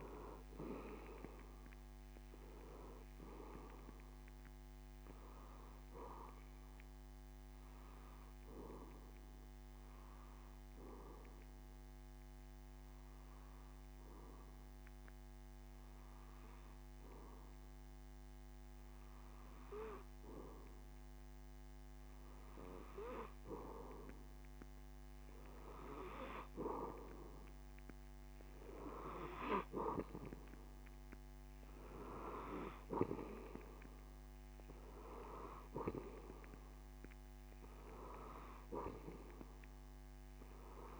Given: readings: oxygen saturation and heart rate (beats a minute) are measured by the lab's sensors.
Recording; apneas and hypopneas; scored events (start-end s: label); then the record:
breathing in sleep by a microphone on the trachea; 1
7.50-20.50 s: obstructive apnea (oxygen 94% before, 91% lowest, heart rate 147 before, 70 extreme, up 21 after)
22.50-25.50 s: arousal
34.00-41.00 s: oxygen desaturation (device-marked, oxygen 95% before, 91% lowest, heart rate 126 before, 70 extreme)
From the record:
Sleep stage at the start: N2 (light sleep); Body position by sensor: on the back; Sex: male